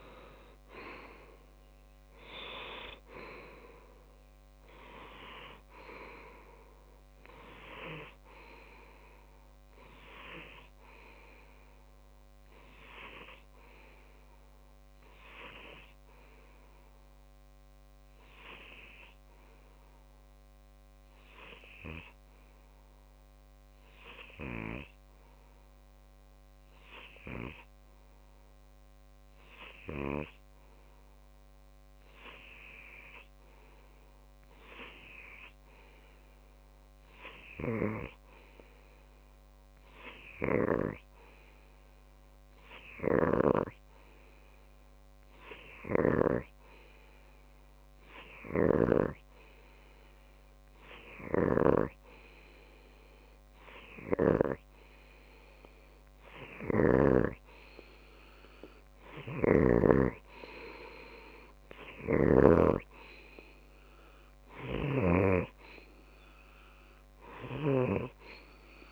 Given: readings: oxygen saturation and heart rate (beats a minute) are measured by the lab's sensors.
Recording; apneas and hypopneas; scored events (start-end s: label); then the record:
breathing in sleep by a microphone on the trachea; 1
0.00-6.00 s: oxygen desaturation (device-marked, oxygen 95% lowest)
3.00-5.00 s: long interval between heartbeats (device-marked)
12.00-56.50 s: obstructive apnea (oxygen 97% before, 94% lowest)
58.50-61.50 s: arousal
59.50-63.00 s: snoring (device-marked)
From the record:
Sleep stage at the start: N2 (light sleep); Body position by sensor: on the left side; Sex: male